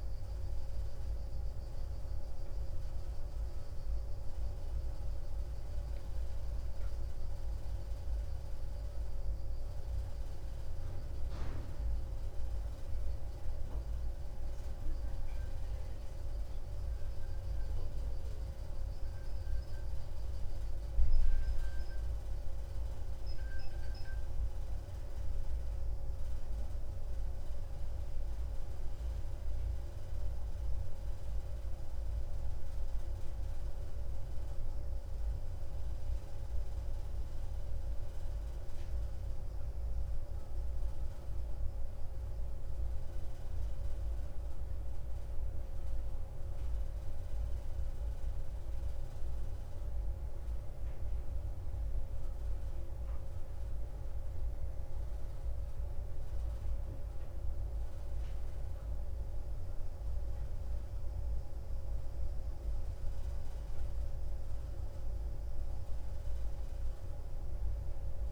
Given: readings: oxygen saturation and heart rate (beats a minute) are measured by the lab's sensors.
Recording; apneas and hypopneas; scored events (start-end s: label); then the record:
breathing in sleep, hard to hear, by a room microphone; none
none scored
From the record:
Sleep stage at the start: N2 (light sleep); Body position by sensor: on the right side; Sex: male